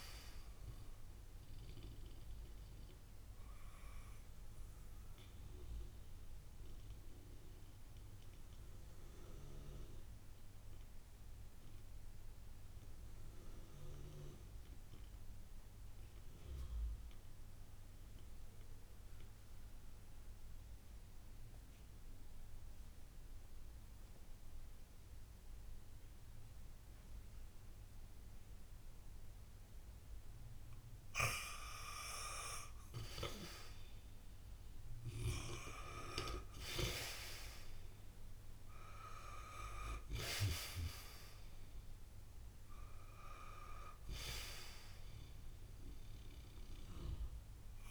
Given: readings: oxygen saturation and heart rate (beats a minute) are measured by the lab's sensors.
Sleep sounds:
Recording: breathing in sleep by a room microphone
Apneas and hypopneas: 1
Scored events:
0.00-20.50 s: oxygen desaturation (device-marked, oxygen 87% lowest, heart rate 56 extreme)
2.00-31.00 s: mixed apnea (oxygen 97% before, 87% lowest, heart rate 61 before, 56 extreme, up 4 after)
33.00-38.50 s: arousal
35.50-47.91 s: oxygen desaturation (device-marked, oxygen 98% before, 87% lowest, heart rate 58 before, 56 extreme)
From the record:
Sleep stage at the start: N2 (light sleep)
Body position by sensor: on the back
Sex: male

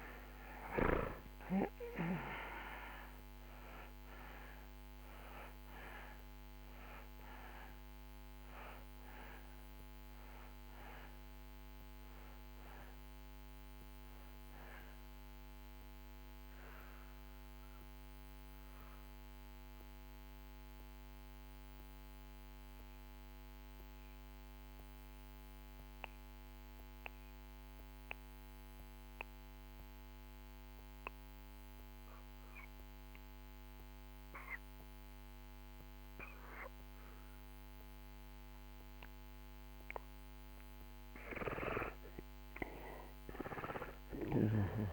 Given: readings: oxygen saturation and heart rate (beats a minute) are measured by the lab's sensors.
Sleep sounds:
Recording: breathing in sleep by a microphone on the trachea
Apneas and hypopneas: 1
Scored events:
0.00-2.50 s: arousal
1.50-39.50 s: oxygen desaturation (device-marked, oxygen 96% before, 77% lowest)
17.00-39.00 s: mixed apnea (oxygen 96% before, 77% lowest)
42.50-44.93 s: arousal
From the record:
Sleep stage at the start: N2 (light sleep)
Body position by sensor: on the back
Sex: male

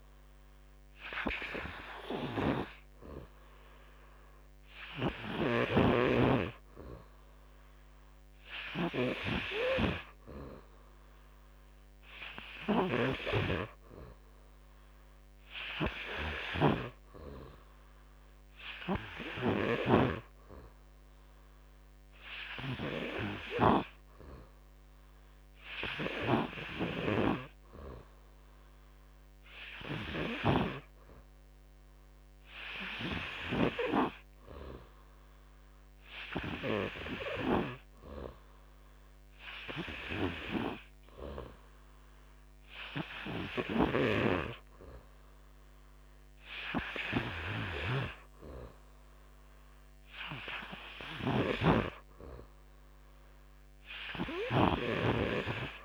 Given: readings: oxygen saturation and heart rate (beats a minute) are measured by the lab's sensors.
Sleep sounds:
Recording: breathing in sleep by a microphone on the trachea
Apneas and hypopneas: none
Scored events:
19.00-27.00 s: snoring (device-marked)
47.00-54.50 s: snoring (device-marked)
From the record:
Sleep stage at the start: N3 (deep sleep)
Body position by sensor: on the back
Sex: male

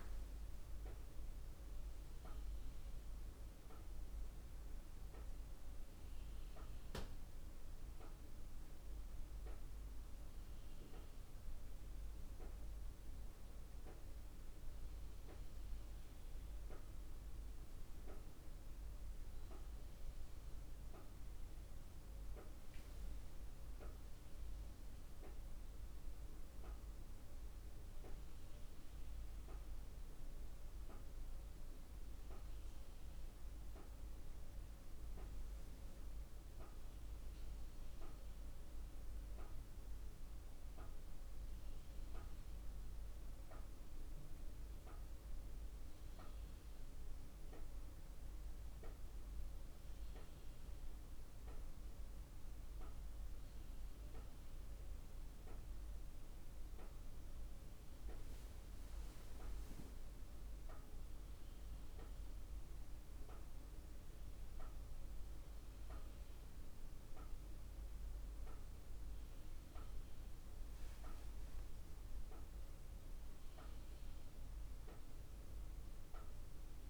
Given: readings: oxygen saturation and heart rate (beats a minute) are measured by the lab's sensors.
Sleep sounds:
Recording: a person partly awake in a sleep study, hard to hear, by a room microphone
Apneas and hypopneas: none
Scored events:
2.00-76.89 s: new sleep stage, N2 (light sleep)
From the record:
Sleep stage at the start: awake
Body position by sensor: on the right side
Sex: female

